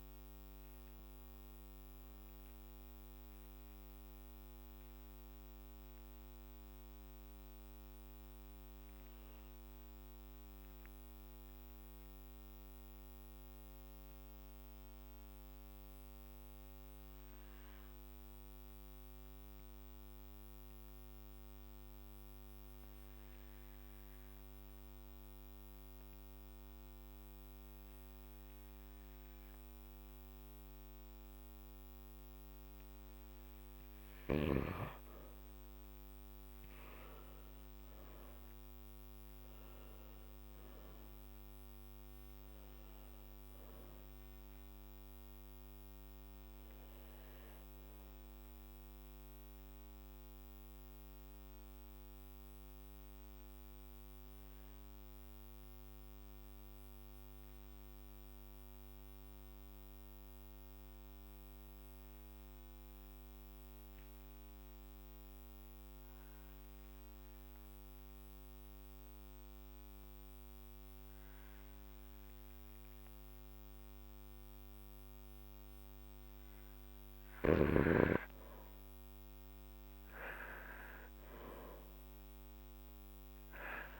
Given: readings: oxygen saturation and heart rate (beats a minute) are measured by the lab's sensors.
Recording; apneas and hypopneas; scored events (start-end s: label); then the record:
breathing in sleep, hard to hear, by a microphone on the trachea; 2
3.50-32.00 s: obstructive apnea (oxygen 98% before, 94% lowest, heart rate 57 before, 53 extreme, up 7 after)
12.50-22.50 s: oxygen desaturation (device-marked, oxygen 97% before, 94% lowest, heart rate 57 before, 54 extreme)
35.00-40.00 s: arousal
45.00-76.50 s: mixed apnea (oxygen 99% before, 94% lowest, heart rate 57 before, 49 extreme, up 6 after)
79.00-84.00 s: arousal
From the record:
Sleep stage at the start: N2 (light sleep); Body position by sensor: on the back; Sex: male